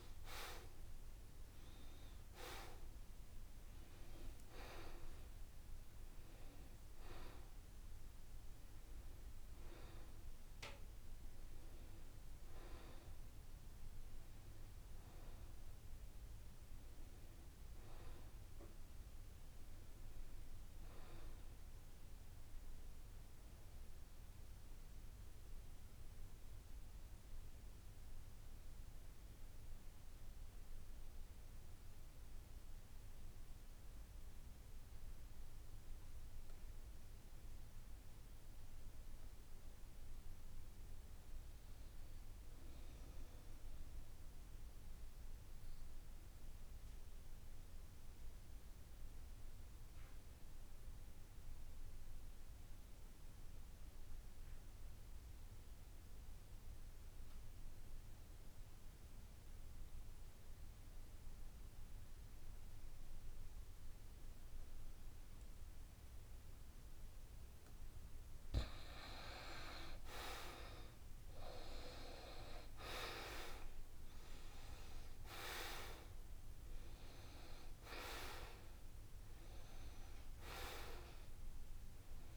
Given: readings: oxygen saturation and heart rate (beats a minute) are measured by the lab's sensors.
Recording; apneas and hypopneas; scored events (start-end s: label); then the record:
a person partly awake in a sleep study, by a room microphone; 2
0.00-19.00 s: oxygen desaturation (device-marked, oxygen 79% lowest, heart rate 67 extreme)
20.00-82.37 s: new sleep stage, N2 (light sleep)
24.00-37.50 s: central apnea (oxygen 98% before, 80% lowest, heart rate 70 before, 67 extreme, up 7 after)
39.00-42.00 s: arousal
42.00-82.37 s: oxygen desaturation (device-marked, oxygen 96% before, 80% lowest, heart rate 69 before, 67 extreme)
46.50-67.00 s: obstructive apnea (oxygen 98% before, 80% lowest, heart rate 70 before, 70 extreme, up 4 after)
70.50-74.00 s: arousal
From the record:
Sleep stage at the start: awake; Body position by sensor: on the back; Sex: male